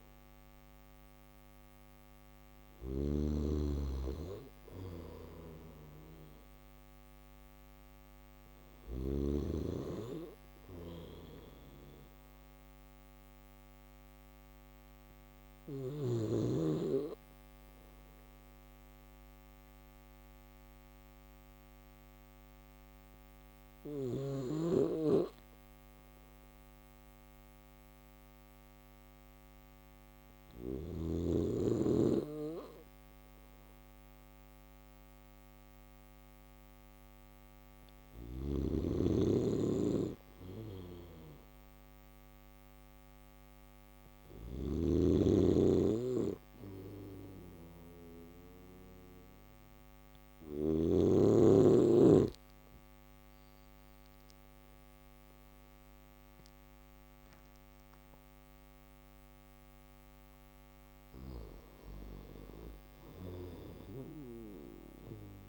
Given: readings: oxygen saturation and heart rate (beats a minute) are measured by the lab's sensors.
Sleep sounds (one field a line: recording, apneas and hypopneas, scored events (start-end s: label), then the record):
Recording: breathing in sleep by a microphone on the trachea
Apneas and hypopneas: none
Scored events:
0.00-2.00 s: snoring (device-marked)
0.00-24.50 s: oxygen desaturation (device-marked, oxygen 92% lowest)
4.00-8.00 s: snoring (device-marked)
37.00-49.50 s: snoring (device-marked)
62.50-65.49 s: snoring (device-marked)
From the record:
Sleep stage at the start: N1 (lightest sleep)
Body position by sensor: on the back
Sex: male